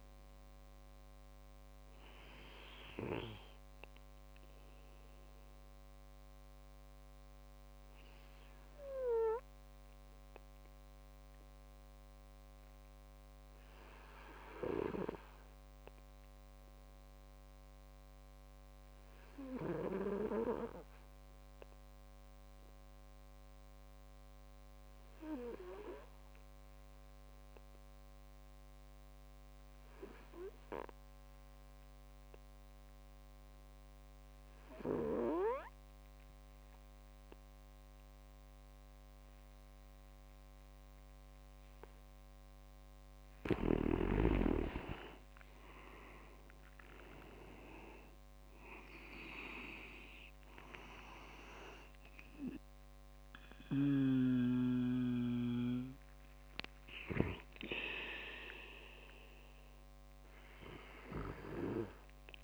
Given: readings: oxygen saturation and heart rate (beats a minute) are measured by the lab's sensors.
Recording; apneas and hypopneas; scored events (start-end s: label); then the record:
breathing in sleep by a microphone on the trachea; 1
1.00-42.50 s: obstructive apnea (oxygen 97% before, 94% lowest, heart rate 58 before, 61 extreme, up 5 after)
30.00-56.00 s: oxygen desaturation (device-marked, oxygen 98% before, 94% lowest, heart rate 62 before, 61 extreme)
44.50-48.50 s: arousal
53.50-57.50 s: snoring (device-marked)
From the record:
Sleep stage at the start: N2 (light sleep); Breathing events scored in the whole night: 310 in 5.2 hours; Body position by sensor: on the back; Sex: male